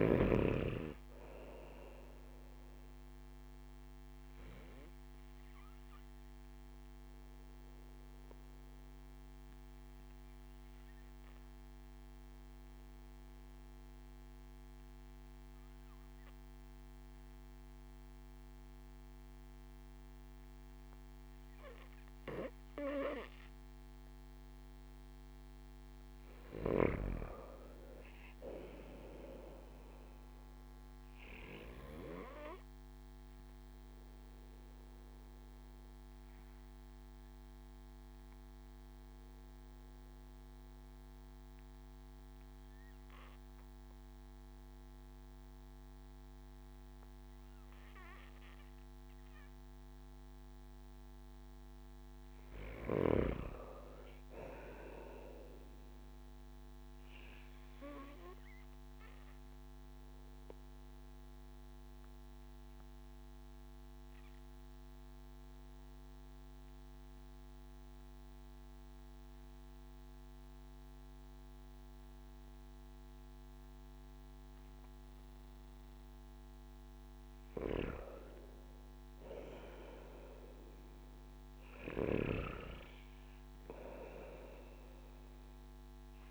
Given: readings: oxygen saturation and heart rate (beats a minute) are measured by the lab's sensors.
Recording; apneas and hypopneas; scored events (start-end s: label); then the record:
breathing in sleep by a microphone on the trachea; 3
5.00-24.00 s: obstructive apnea (oxygen 96% before, 93% lowest)
27.00-30.00 s: arousal
33.50-52.00 s: obstructive apnea (oxygen 97% before, 93% lowest)
53.50-56.00 s: arousal
58.50-75.50 s: obstructive apnea (oxygen 97% before, 93% lowest)
79.00-83.00 s: arousal
From the record:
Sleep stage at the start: N2 (light sleep); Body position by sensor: on the back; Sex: male